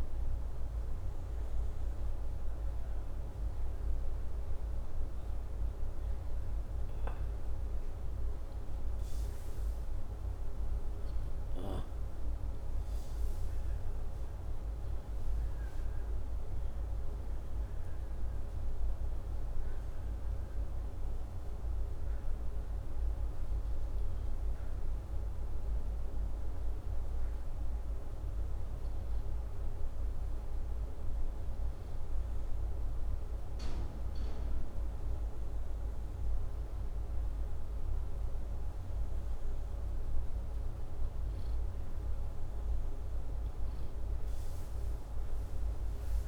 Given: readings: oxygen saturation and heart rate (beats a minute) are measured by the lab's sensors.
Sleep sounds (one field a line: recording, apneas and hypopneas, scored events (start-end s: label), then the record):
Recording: breathing in sleep, hard to hear, by a room microphone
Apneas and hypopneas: none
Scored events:
17.00-23.00 s: arousal
From the record:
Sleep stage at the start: N2 (light sleep)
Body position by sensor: upright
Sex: male